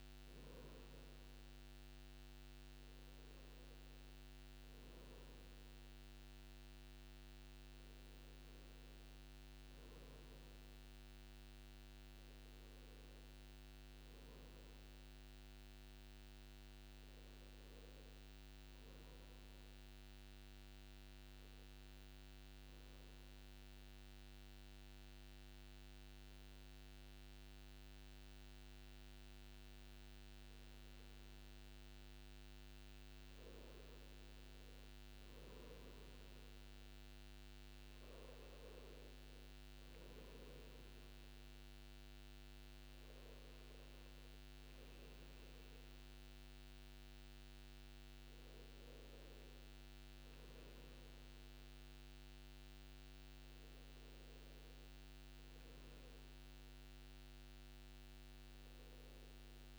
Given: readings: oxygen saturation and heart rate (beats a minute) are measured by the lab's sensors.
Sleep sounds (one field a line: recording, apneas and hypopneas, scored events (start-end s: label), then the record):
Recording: breathing in sleep, hard to hear, by a microphone on the trachea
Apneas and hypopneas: 1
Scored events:
21.50-34.00 s: obstructive apnea (oxygen 97% before, 93% lowest, heart rate 59 before, 56 extreme, up 4 after)
36.50-40.50 s: arousal
From the record:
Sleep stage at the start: N2 (light sleep)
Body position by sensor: on the back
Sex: male